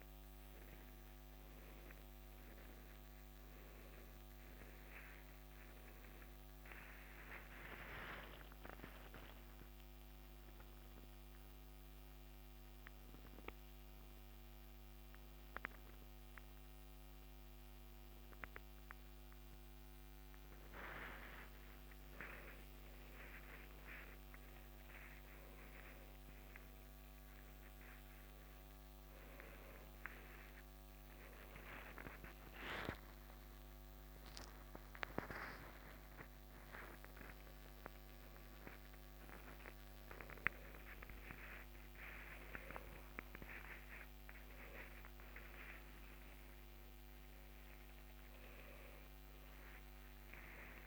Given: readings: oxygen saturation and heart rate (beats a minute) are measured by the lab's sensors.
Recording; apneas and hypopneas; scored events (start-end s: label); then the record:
a person awake in a sleep study, by a microphone on the trachea; none
14.50-19.50 s: oxygen desaturation (device-marked, oxygen 98% before, 96% lowest, heart rate 107 before, 103 extreme)
31.50-40.50 s: oxygen desaturation (device-marked, oxygen 96% before, 93% lowest, heart rate 105 before, 95 extreme)
42.50-46.50 s: oxygen desaturation (device-marked, oxygen 96% before, 93% lowest, heart rate 104 before, 95 extreme)
From the record:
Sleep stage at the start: awake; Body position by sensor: upright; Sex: male